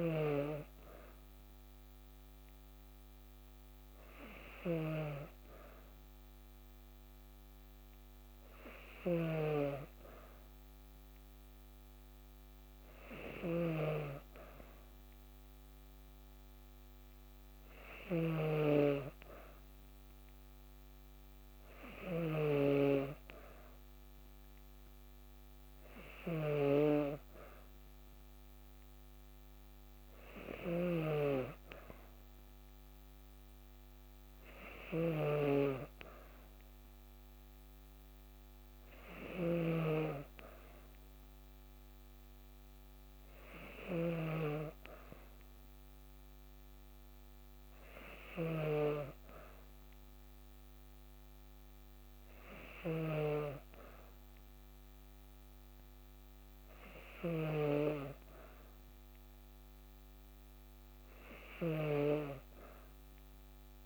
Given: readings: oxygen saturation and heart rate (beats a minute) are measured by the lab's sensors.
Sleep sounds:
breathing in sleep by a microphone on the trachea; none
0.00-22.00 s: snoring (device-marked)
30.00-44.00 s: snoring (device-marked)
52.00-61.50 s: snoring (device-marked)
From the record:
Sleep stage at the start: N2 (light sleep); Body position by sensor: on the back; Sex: female

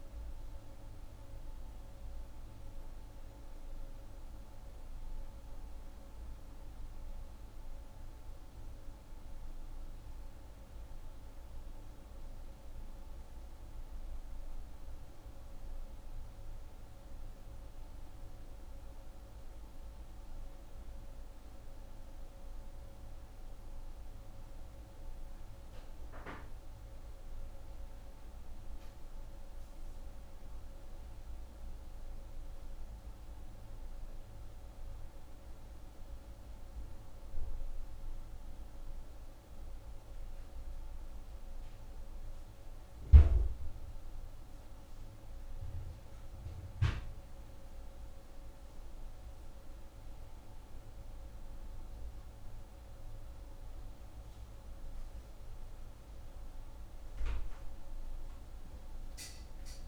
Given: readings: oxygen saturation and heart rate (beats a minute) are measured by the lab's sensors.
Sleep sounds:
breathing in sleep, hard to hear, by a room microphone; none
none scored
From the record:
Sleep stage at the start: N1 (lightest sleep); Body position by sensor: on the right side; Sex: female

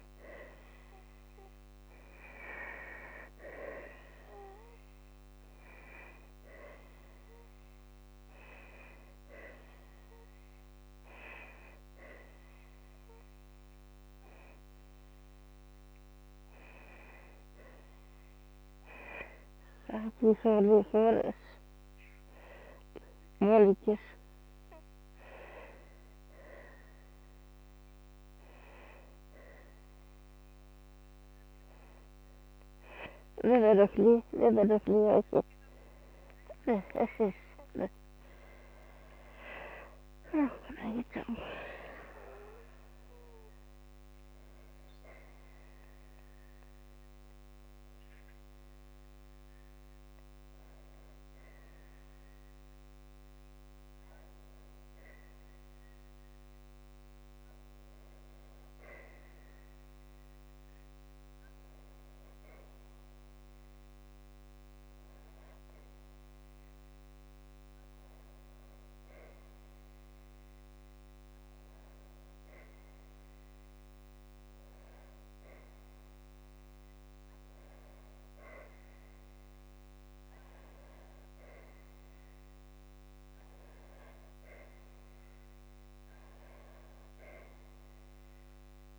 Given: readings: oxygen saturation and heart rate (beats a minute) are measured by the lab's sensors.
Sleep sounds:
a person awake in a sleep study, by a microphone on the trachea; none
40.00-42.00 s: long interval between heartbeats (device-marked, heart rate 58 before, 68 extreme)
From the record:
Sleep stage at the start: awake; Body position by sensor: on the back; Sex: female

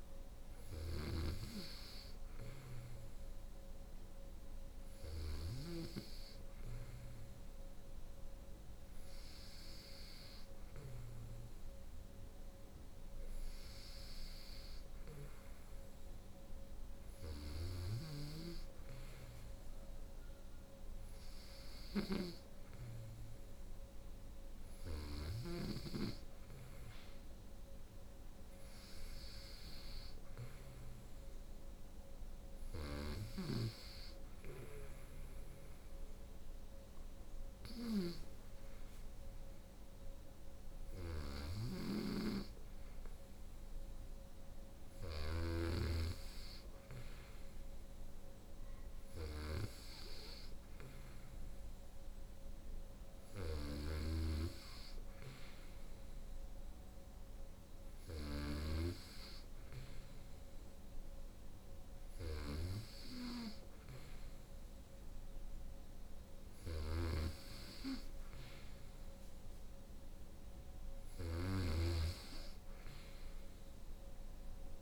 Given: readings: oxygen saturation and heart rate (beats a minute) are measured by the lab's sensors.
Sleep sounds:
breathing in sleep by a room microphone; none
0.00-14.50 s: snoring (device-marked)
16.50-24.50 s: snoring (device-marked)
32.00-74.82 s: snoring (device-marked)
From the record:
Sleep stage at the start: N2 (light sleep); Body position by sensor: on the right side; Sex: female

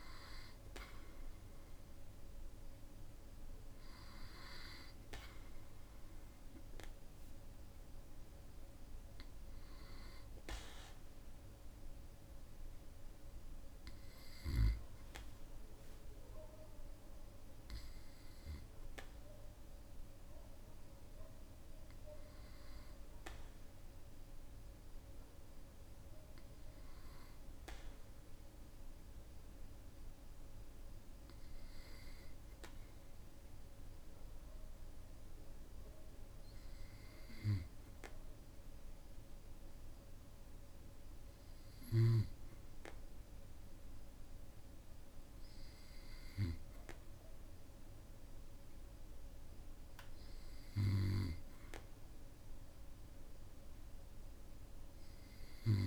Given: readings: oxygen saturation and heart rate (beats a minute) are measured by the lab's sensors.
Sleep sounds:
breathing in sleep by a room microphone; none
43.00-55.87 s: new sleep stage, awake
From the record:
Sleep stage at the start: N2 (light sleep); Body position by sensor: on the back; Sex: male

